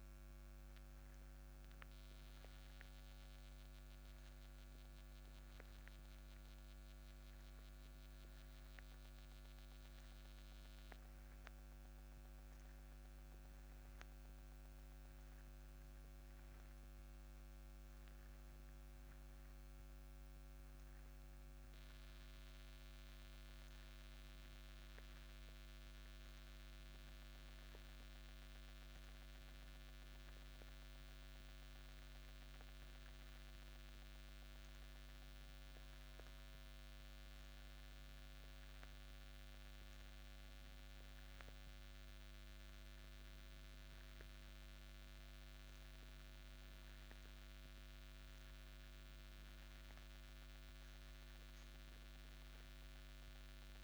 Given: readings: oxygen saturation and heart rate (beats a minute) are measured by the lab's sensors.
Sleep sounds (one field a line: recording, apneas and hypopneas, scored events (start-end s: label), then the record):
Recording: breathing in sleep, hard to hear, by a microphone on the trachea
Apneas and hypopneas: none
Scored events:
none scored
From the record:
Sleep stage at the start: N1 (lightest sleep)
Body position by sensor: on the back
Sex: male